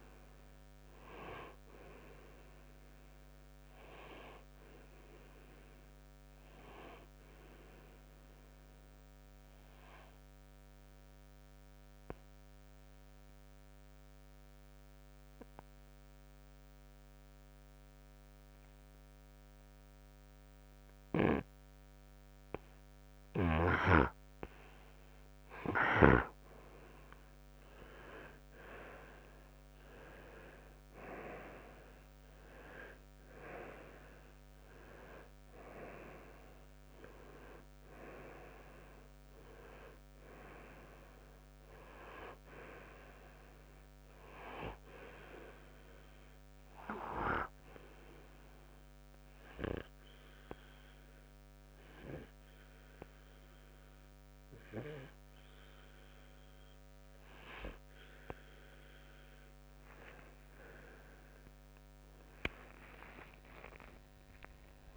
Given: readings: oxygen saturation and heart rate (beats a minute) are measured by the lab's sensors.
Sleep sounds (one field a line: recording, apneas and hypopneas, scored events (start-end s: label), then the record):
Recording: breathing in sleep by a microphone on the trachea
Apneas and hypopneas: 2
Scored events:
7.00-22.00 s: oxygen desaturation (device-marked, oxygen 95% before, 91% lowest, heart rate 61 before, 56 extreme)
8.00-24.00 s: obstructive apnea (oxygen 95% before, 91% lowest, heart rate 61 before, 56 extreme, up 7 after)
26.50-30.00 s: arousal
48.50-59.50 s: obstructive apnea (oxygen 98% before, 91% lowest, heart rate 64 before, 56 extreme, up 29 after)
50.00-64.97 s: oxygen desaturation (device-marked, oxygen 96% before, 91% lowest, heart rate 64 before, 56 extreme)
62.00-64.97 s: arousal
From the record:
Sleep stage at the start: N2 (light sleep)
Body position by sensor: on the right side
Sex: male